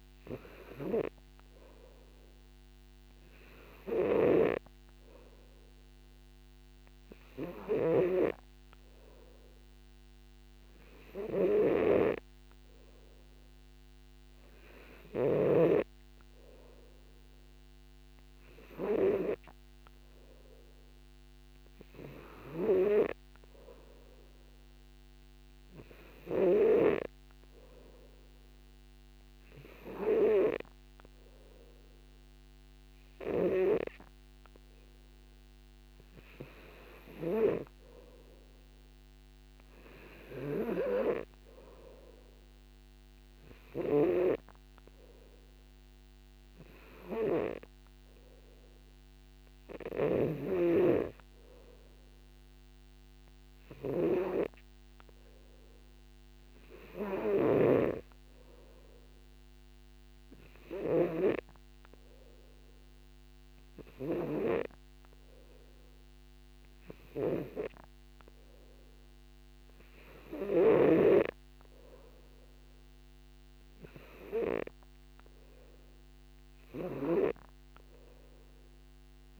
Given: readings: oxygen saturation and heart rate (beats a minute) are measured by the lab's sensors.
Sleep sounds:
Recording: breathing in sleep by a microphone on the trachea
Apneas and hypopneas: none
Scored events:
4.50-16.00 s: snoring (device-marked)
From the record:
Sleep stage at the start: N3 (deep sleep)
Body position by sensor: on the back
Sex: male

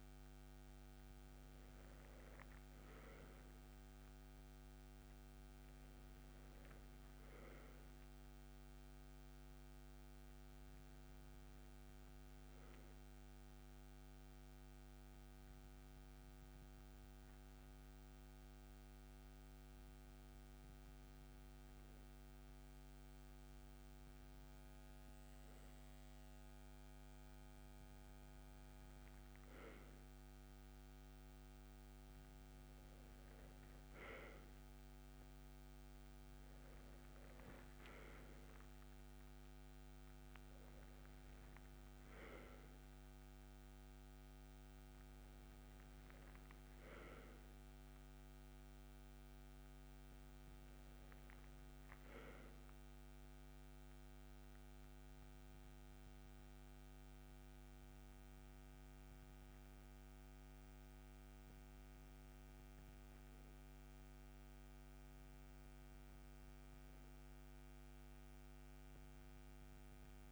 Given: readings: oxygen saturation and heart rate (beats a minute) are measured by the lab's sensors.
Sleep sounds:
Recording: breathing in sleep, hard to hear, by a microphone on the trachea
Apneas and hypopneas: 2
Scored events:
0.00-4.00 s: arousal
13.00-25.00 s: hypopnea (oxygen 98% before, 96% lowest)
30.50-35.00 s: arousal
53.00-63.50 s: hypopnea (oxygen 98% before, 95% lowest)
65.50-70.32 s: arousal
From the record:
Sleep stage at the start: N2 (light sleep)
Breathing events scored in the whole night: 91 in 7.6 hours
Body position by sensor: on the right side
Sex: male

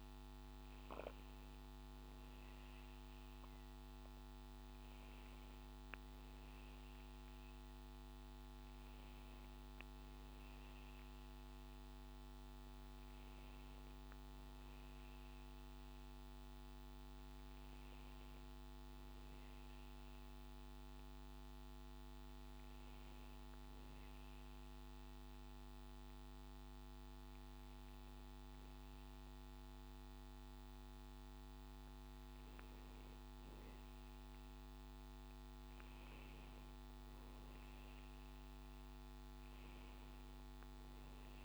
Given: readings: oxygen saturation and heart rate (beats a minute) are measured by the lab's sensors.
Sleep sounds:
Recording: breathing in sleep, hard to hear, by a microphone on the trachea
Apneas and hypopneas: 1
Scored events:
15.50-19.00 s: arousal
23.00-34.00 s: obstructive apnea (oxygen 96% before, 95% lowest, heart rate 71 before, 65 extreme, up 5 after)
35.00-39.00 s: arousal
From the record:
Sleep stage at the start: N2 (light sleep)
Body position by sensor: on the back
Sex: male

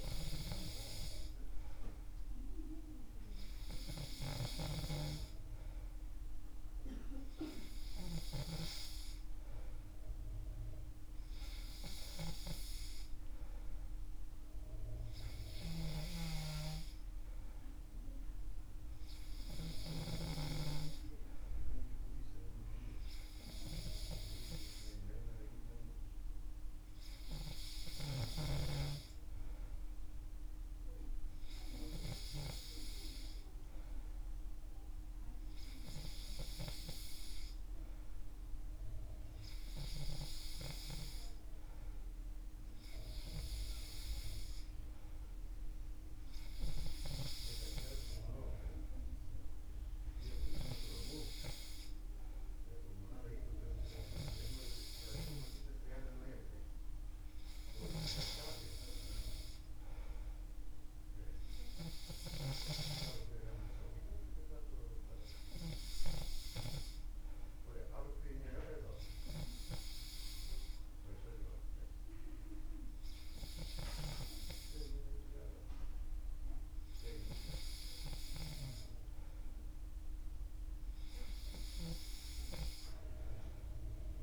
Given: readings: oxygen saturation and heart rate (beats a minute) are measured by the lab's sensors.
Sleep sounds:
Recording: breathing in sleep by a room microphone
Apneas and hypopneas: none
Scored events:
none scored
From the record:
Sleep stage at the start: N3 (deep sleep)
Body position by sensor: on the back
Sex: male

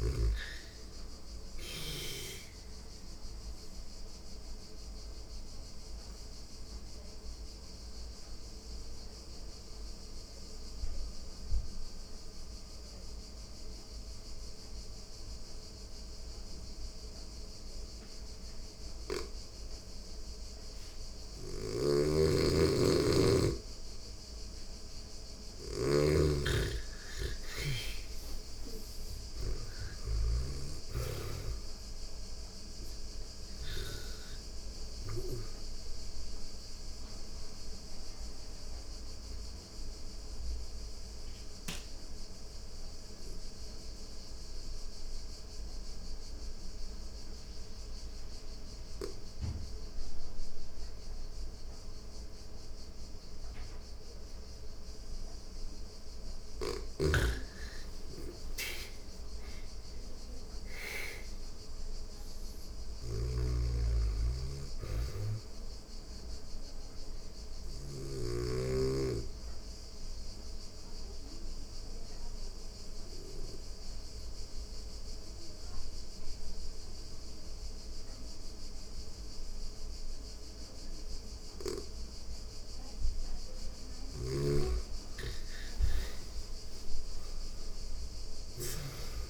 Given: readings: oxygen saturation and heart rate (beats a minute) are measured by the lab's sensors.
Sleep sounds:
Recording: breathing in sleep by a room microphone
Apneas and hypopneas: 3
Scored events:
1.00-18.00 s: oxygen desaturation (device-marked, oxygen 97% before, 90% lowest, heart rate 86 before, 85 extreme)
3.00-21.50 s: obstructive apnea (oxygen 99% before, 84% lowest, heart rate 86 before, 85 extreme, up 5 after)
20.50-33.00 s: snoring (device-marked)
23.50-26.50 s: arousal
29.00-46.00 s: oxygen desaturation (device-marked, oxygen 99% before, 88% lowest, heart rate 86 before, 85 extreme)
36.00-54.50 s: obstructive apnea (oxygen 99% before, 84% lowest, heart rate 88 before, 84 extreme, up 4 after)
56.00-67.50 s: snoring (device-marked)
58.00-78.00 s: oxygen desaturation (device-marked, oxygen 99% before, 84% lowest, heart rate 86 before, 84 extreme)
68.00-82.50 s: obstructive apnea (oxygen 99% before, 84% lowest, heart rate 87 before, 84 extreme, up 7 after)
83.00-88.00 s: snoring (device-marked)
84.50-88.00 s: arousal
From the record:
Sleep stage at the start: N2 (light sleep)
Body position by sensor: on the back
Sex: female

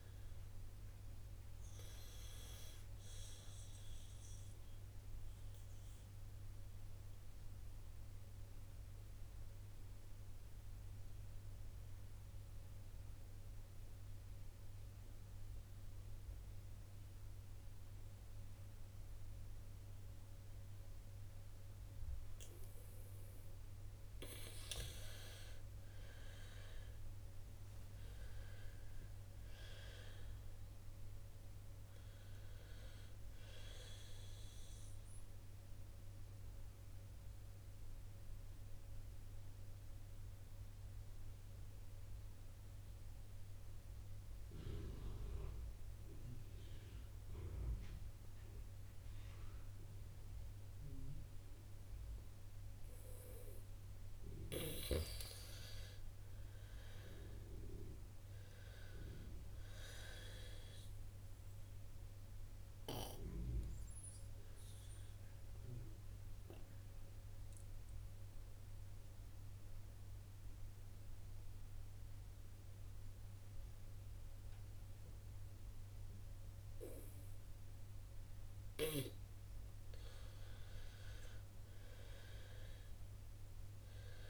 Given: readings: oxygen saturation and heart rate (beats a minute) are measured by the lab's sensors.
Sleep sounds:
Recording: breathing in sleep by a room microphone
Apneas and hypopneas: 3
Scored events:
3.00-23.00 s: oxygen desaturation (device-marked, oxygen 91% before, 85% lowest, heart rate 59 before, 55 extreme)
5.00-22.50 s: obstructive apnea (oxygen 95% before, 81% lowest, heart rate 59 before, 55 extreme, up 7 after)
25.50-30.50 s: arousal
34.00-53.00 s: oxygen desaturation (device-marked, oxygen 94% before, 82% lowest, heart rate 61 before, 55 extreme)
36.50-53.00 s: obstructive apnea (oxygen 94% before, 81% lowest, heart rate 63 before, 55 extreme, up 15 after)
54.50-58.50 s: arousal
60.00-81.00 s: oxygen desaturation (device-marked, oxygen 93% before, 81% lowest, heart rate 61 before, 56 extreme)
61.00-75.50 s: obstructive apnea (oxygen 93% before, 81% lowest, heart rate 61 before, 56 extreme, up 2 after)
80.00-83.50 s: arousal
From the record:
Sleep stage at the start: N2 (light sleep)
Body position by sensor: on the right side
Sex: female

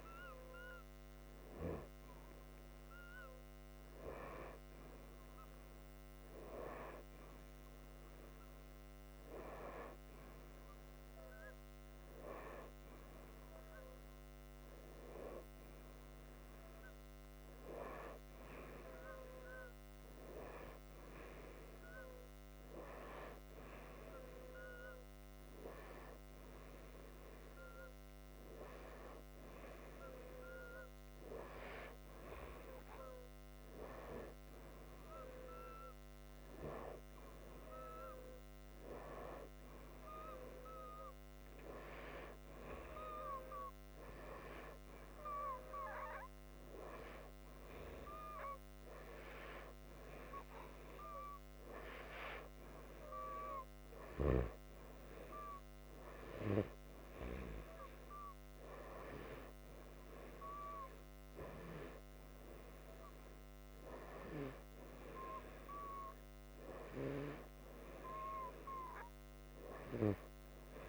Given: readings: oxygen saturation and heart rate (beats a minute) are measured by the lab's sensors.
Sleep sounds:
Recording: breathing in sleep by a microphone on the trachea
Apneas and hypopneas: none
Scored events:
none scored
From the record:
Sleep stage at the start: N2 (light sleep)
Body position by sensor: upright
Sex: male

